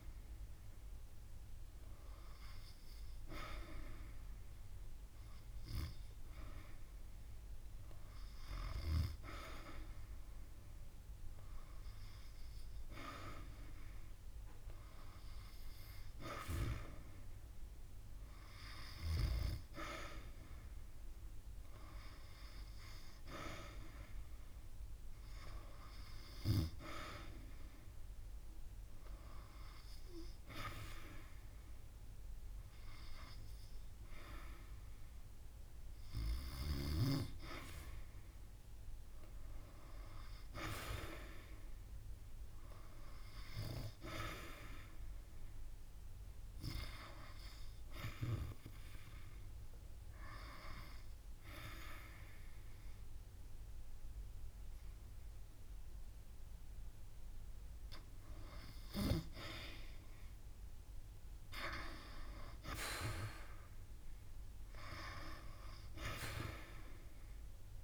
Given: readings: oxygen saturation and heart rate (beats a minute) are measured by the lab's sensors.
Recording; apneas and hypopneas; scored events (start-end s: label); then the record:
breathing in sleep by a room microphone; none
none scored
From the record:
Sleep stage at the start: N2 (light sleep); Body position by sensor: on the back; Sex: female